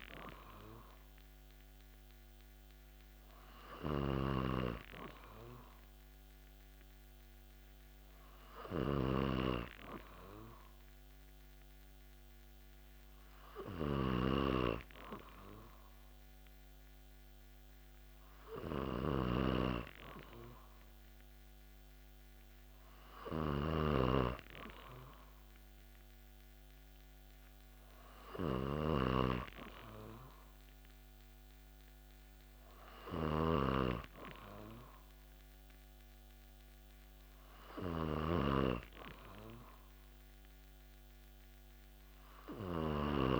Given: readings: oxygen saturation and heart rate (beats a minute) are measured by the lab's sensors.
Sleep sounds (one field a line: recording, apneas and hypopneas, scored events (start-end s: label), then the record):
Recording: breathing in sleep by a microphone on the trachea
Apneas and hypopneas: none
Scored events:
0.00-14.50 s: snoring (device-marked)
23.50-43.40 s: snoring (device-marked)
From the record:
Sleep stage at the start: N2 (light sleep)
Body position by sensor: on the back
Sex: male